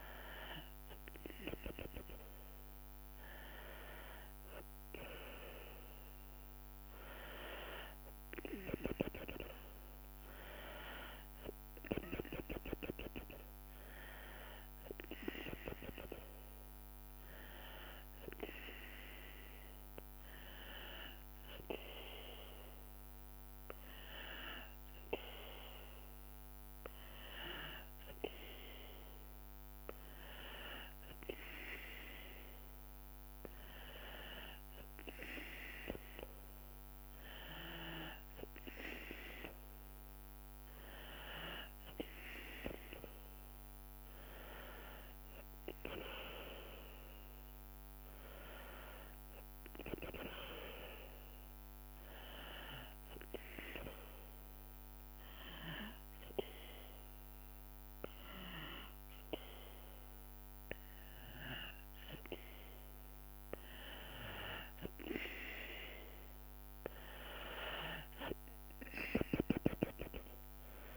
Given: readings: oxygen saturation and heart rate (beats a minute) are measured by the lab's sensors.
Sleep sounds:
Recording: breathing in sleep by a microphone on the trachea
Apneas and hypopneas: 1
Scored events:
0.00-16.50 s: tachycardia (device-marked, heart rate 179 extreme)
8.50-18.50 s: drop in pulse transit time (device-marked, heart rate 125 before, 129 extreme)
35.50-39.50 s: tachycardia (device-marked, heart rate 94 before, 109 extreme)
46.50-59.50 s: drop in pulse transit time (device-marked, heart rate 89 before, 76 extreme)
52.00-63.00 s: hypopnea (oxygen 94% before, 92% lowest, heart rate 91 before, 81 extreme, up 45 after)
63.50-70.97 s: tachycardia (device-marked, heart rate 94 before, 144 extreme)
From the record:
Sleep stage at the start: N2 (light sleep)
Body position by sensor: on the back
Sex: female

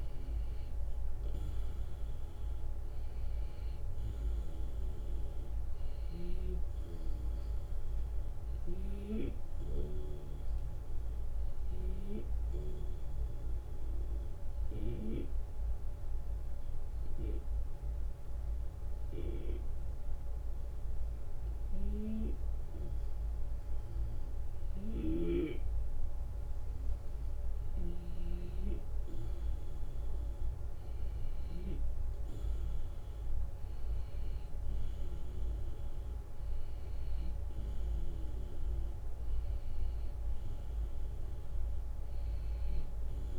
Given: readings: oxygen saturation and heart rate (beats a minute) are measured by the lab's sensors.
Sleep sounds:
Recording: breathing in sleep by a room microphone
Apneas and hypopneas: 1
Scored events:
10.00-27.00 s: obstructive apnea (oxygen 95% before, 91% lowest, heart rate 78 before, 76 extreme, up 2 after)
24.50-28.00 s: snoring (device-marked)
29.00-33.00 s: arousal
From the record:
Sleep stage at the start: N2 (light sleep)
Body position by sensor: on the back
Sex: male

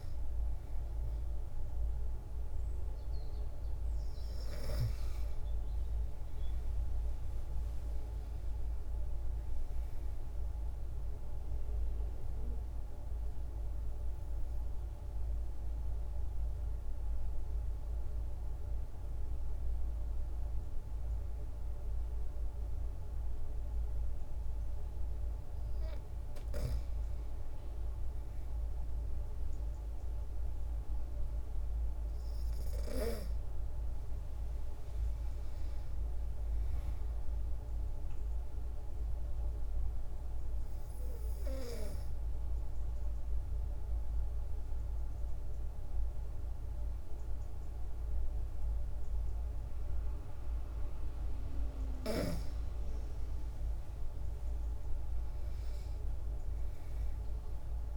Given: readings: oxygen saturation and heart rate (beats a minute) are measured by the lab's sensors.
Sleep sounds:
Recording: breathing in sleep, hard to hear, by a room microphone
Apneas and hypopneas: 2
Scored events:
7.50-10.50 s: arousal
11.00-25.00 s: obstructive apnea (oxygen 97% before, 92% lowest, heart rate 125 before, 117 extreme)
27.50-30.00 s: arousal
36.00-55.00 s: oxygen desaturation (device-marked, oxygen 96% before, 92% lowest, heart rate 155 before, 53 extreme)
38.00-50.50 s: obstructive apnea (oxygen 96% before, 92% lowest, heart rate 160 before, 53 extreme, up 13 after)
53.50-57.50 s: arousal
From the record:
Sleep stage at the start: N2 (light sleep)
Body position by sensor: on the back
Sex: female

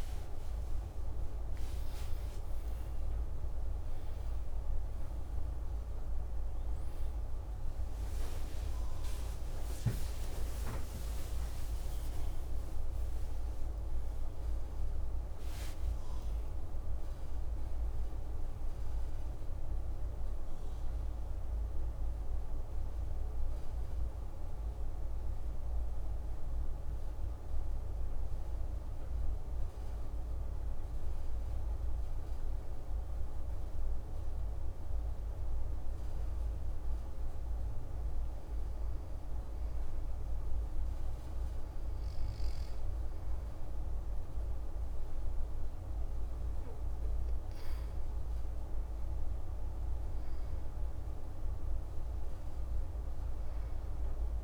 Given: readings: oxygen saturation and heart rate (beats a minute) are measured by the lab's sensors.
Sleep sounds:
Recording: a person awake in a sleep study, hard to hear, by a room microphone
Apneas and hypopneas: 1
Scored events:
0.00-12.00 s: oxygen desaturation (device-marked, oxygen 93% lowest, heart rate 26 extreme)
28.00-54.44 s: new sleep stage, N2 (light sleep)
28.50-46.00 s: hypopnea (oxygen 95% before, 94% lowest, heart rate 59 before, 27 extreme)
52.50-54.44 s: arousal
From the record:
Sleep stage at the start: awake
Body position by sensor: on the back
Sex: male

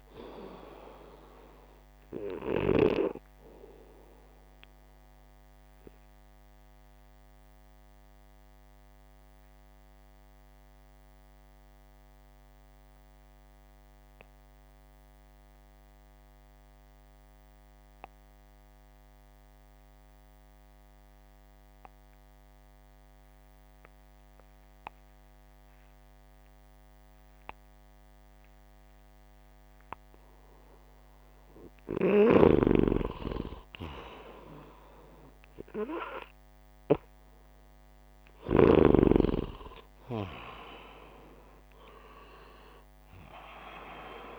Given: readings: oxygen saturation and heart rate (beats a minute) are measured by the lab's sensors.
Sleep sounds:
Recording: breathing in sleep by a microphone on the trachea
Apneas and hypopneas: 1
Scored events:
0.00-22.50 s: oxygen desaturation (device-marked, oxygen 85% lowest, heart rate 64 extreme)
2.00-32.00 s: obstructive apnea (oxygen 94% before, 84% lowest, heart rate 69 before, 64 extreme, up 0 after)
31.50-44.39 s: oxygen desaturation (device-marked, oxygen 98% before, 84% lowest, heart rate 66 before, 64 extreme)
32.00-38.50 s: snoring (device-marked)
34.00-37.50 s: arousal
From the record:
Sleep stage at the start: N2 (light sleep)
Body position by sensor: upright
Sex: male

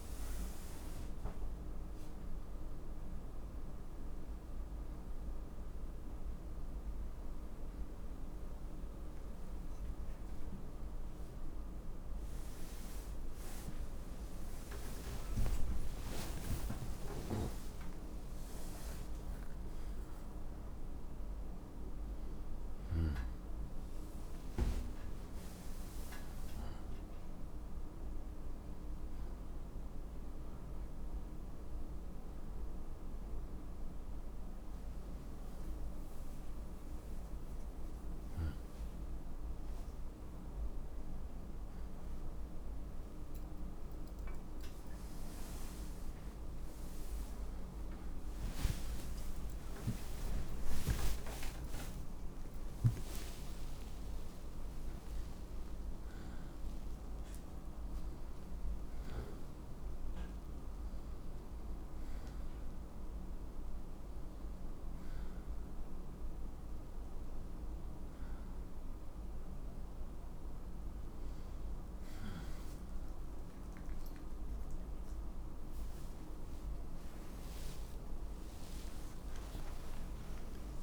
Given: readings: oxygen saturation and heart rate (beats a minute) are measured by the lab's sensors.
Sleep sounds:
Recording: a person awake in a sleep study, hard to hear, by a room microphone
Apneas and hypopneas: none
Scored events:
66.50-73.50 s: oxygen desaturation (device-marked, oxygen 94% before, 91% lowest, heart rate 112 before, 70 extreme)
From the record:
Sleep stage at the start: awake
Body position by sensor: on the back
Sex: male

